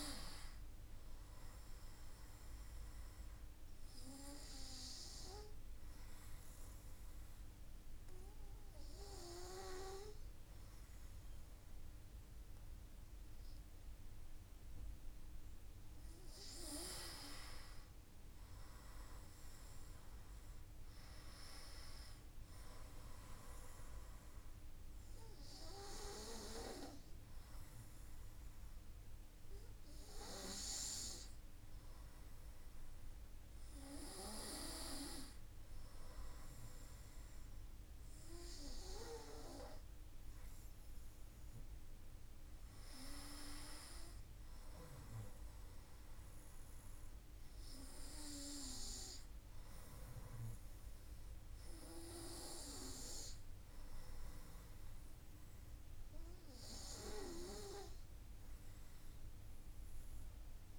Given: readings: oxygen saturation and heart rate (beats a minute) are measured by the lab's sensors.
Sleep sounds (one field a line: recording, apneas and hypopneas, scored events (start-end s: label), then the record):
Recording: breathing in sleep by a room microphone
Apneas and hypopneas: 1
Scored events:
3.00-14.50 s: obstructive apnea (oxygen 96% before, 95% lowest, heart rate 57 before, 55 extreme, up 3 after)
17.00-21.50 s: arousal
From the record:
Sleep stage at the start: N2 (light sleep)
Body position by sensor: on the back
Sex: male